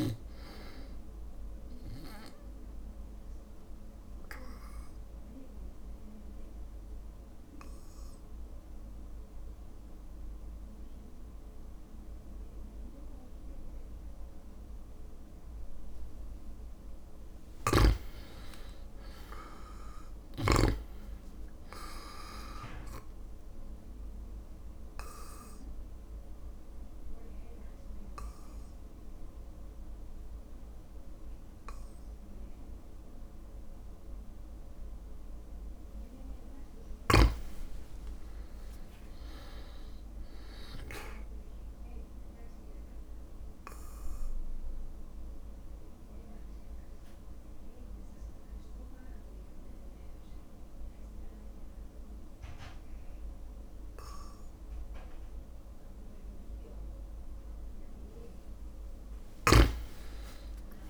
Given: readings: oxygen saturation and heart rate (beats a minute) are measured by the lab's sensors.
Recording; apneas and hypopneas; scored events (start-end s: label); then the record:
breathing in sleep by a room microphone; 3
0.00-2.00 s: long interval between heartbeats (device-marked, heart rate 59 before, 60 extreme)
0.00-7.00 s: drop in pulse transit time (device-marked, heart rate 59 before, 56 extreme)
3.00-16.50 s: obstructive apnea (oxygen 99% before, 96% lowest, heart rate 59 before, 57 extreme, up 3 after)
17.50-21.00 s: snoring (device-marked)
18.50-21.50 s: arousal
24.00-35.50 s: obstructive apnea (oxygen 99% before, 96% lowest, heart rate 59 before, 57 extreme, up 3 after)
38.00-41.00 s: arousal
43.00-56.50 s: obstructive apnea (oxygen 99% before, 96% lowest, heart rate 59 before, 55 extreme, up 3 after)
59.00-60.90 s: arousal
From the record:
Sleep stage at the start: REM sleep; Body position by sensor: on the back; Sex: male